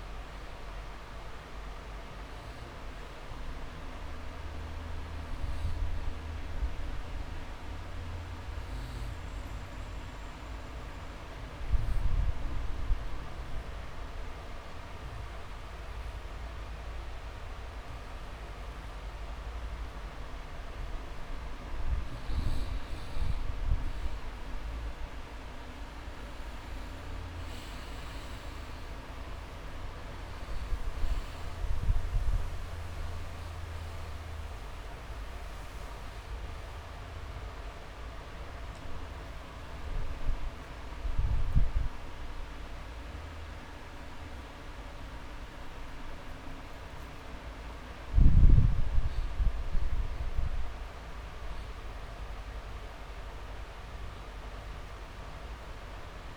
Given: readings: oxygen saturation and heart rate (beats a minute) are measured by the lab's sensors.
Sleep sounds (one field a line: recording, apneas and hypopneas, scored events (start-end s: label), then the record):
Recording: breathing in sleep, hard to hear, by a room microphone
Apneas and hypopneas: 2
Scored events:
1.50-4.00 s: arousal
6.50-21.00 s: obstructive apnea (oxygen 98% before, 92% lowest)
24.50-27.50 s: arousal
37.50-48.50 s: obstructive apnea (oxygen 97% before, 92% lowest)
46.00-56.37 s: oxygen desaturation (device-marked, oxygen 96% before, 92% lowest)
52.00-55.50 s: arousal
55.00-56.37 s: long interval between heartbeats (device-marked)
From the record:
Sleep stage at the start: N2 (light sleep)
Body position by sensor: on the back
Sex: male